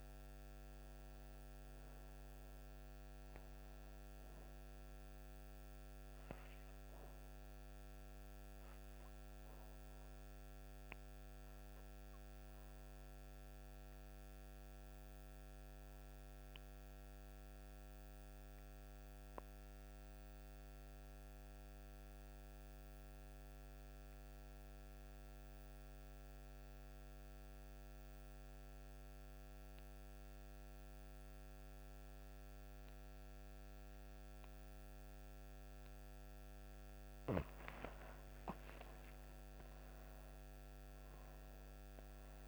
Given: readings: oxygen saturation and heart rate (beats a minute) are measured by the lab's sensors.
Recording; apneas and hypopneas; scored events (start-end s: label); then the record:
breathing in sleep, hard to hear, by a microphone on the trachea; 1
0.00-19.50 s: oxygen desaturation (device-marked, oxygen 86% lowest)
7.00-37.00 s: obstructive apnea (oxygen 98% before, 83% lowest)
31.50-42.48 s: oxygen desaturation (device-marked, oxygen 98% before, 83% lowest)
38.00-42.48 s: arousal
From the record:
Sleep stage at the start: N2 (light sleep); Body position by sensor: on the back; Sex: female